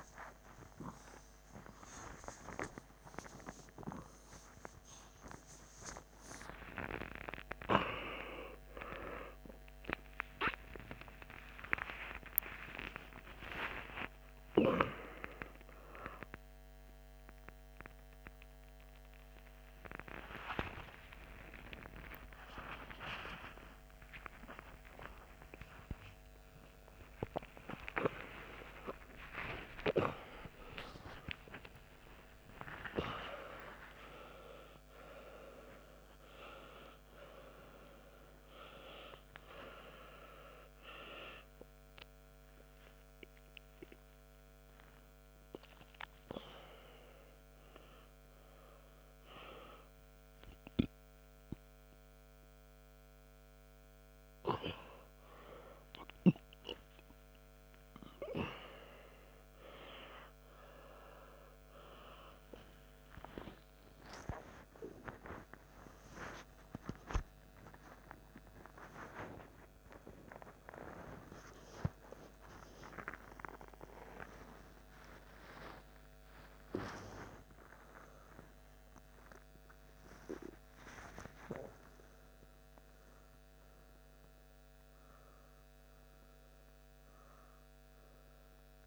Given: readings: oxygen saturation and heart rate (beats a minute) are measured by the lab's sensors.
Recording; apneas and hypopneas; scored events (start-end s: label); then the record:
a person awake in a sleep study, by a microphone on the trachea; none
47.00-52.00 s: oxygen desaturation (device-marked, oxygen 98% before, 94% lowest, heart rate 130 before, 96 extreme)
76.00-88.87 s: oxygen desaturation (device-marked, oxygen 100% before, 96% lowest, heart rate 98 before, 90 extreme)
86.00-88.87 s: new sleep stage, N1 (lightest sleep)
From the record:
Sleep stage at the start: awake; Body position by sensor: on the back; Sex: male